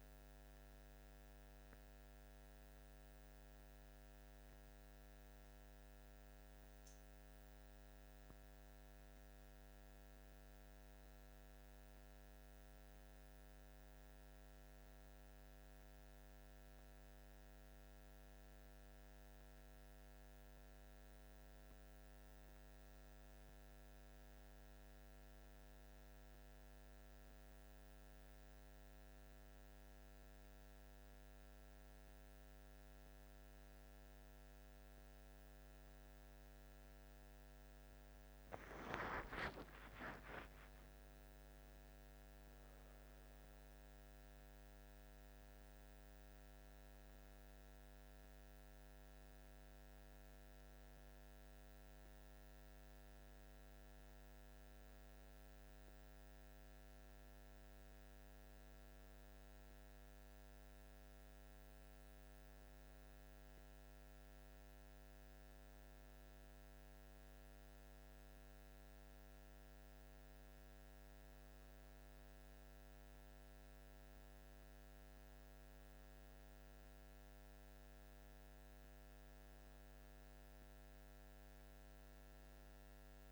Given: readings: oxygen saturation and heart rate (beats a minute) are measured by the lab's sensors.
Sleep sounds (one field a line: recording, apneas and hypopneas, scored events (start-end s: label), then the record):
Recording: a person awake in a sleep study, hard to hear, by a microphone on the trachea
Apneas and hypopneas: none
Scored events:
none scored
From the record:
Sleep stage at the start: awake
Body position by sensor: on the back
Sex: male